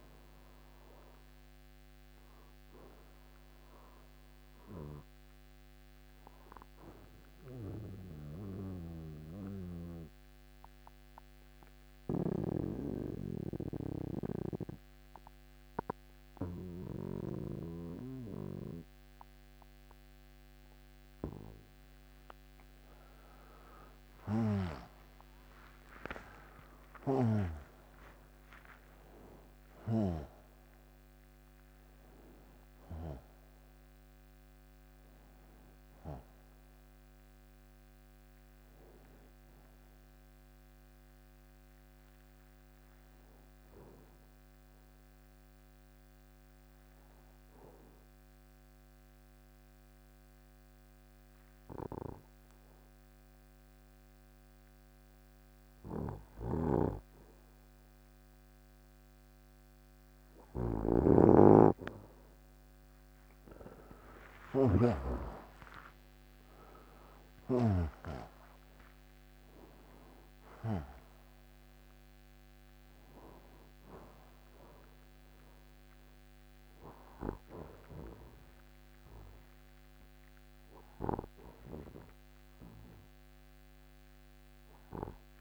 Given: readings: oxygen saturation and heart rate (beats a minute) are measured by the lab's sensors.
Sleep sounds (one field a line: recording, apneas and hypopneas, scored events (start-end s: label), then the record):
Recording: breathing in sleep by a microphone on the trachea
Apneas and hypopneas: 1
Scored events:
9.00-22.00 s: hypopnea (oxygen 95% before, 90% lowest, heart rate 68 before, 60 extreme, up 17 after)
25.00-30.50 s: arousal
35.50-38.50 s: oxygen desaturation (device-marked, oxygen 98% before, 96% lowest, heart rate 70 before, 60 extreme)
43.50-47.50 s: oxygen desaturation (device-marked, oxygen 98% before, 91% lowest, heart rate 75 before, 60 extreme)
63.00-68.50 s: arousal
75.50-84.50 s: oxygen desaturation (device-marked, oxygen 94% before, 90% lowest, heart rate 72 before, 60 extreme)
From the record:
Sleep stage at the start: N2 (light sleep)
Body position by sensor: on the right side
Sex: male